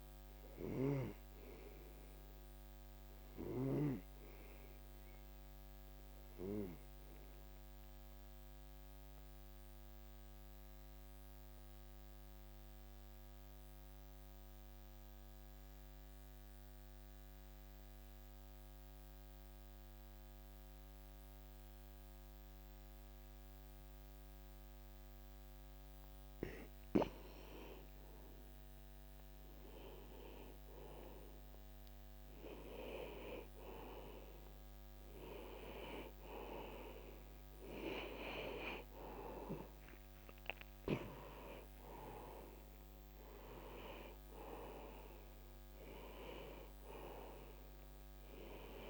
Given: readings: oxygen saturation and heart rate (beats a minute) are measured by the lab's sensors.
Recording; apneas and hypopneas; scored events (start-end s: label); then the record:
breathing in sleep by a microphone on the trachea; 1
0.00-1.50 s: arousal
0.00-14.00 s: oxygen desaturation (device-marked, oxygen 87% lowest)
4.50-27.50 s: obstructive apnea (oxygen 95% before, 88% lowest)
38.50-42.50 s: arousal
40.00-48.90 s: oxygen desaturation (device-marked, oxygen 97% before, 88% lowest)
From the record:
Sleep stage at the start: N2 (light sleep); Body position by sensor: on the back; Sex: male